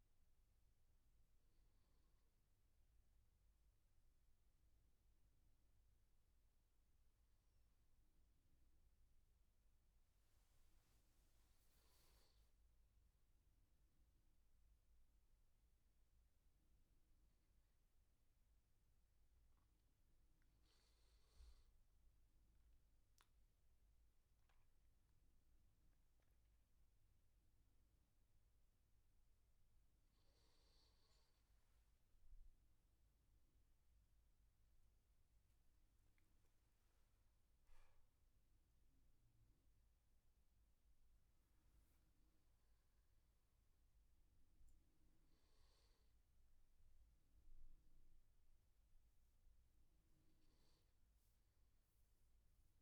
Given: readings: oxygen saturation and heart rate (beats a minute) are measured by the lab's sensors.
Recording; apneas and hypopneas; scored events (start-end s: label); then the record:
breathing in sleep, hard to hear, by a room microphone; none
none scored
From the record:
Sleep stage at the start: N2 (light sleep); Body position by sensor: on the back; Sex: male